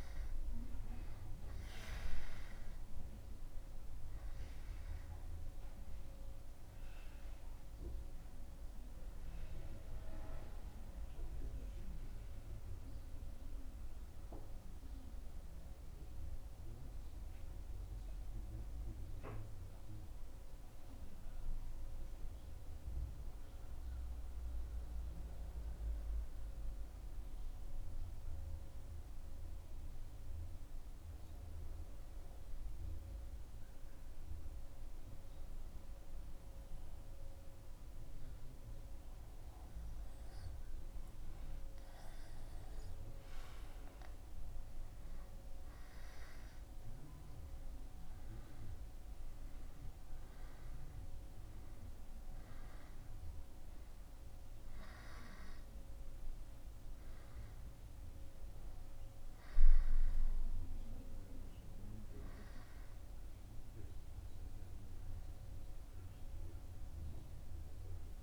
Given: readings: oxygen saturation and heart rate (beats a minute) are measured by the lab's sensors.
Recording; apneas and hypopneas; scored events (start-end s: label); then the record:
breathing in sleep, hard to hear, by a room microphone; 1
9.50-39.00 s: obstructive apnea (oxygen 96% before, 94% lowest, heart rate 77 before, 75 extreme, up 0 after)
41.00-45.50 s: arousal
From the record:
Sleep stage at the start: N2 (light sleep); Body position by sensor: on the back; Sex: male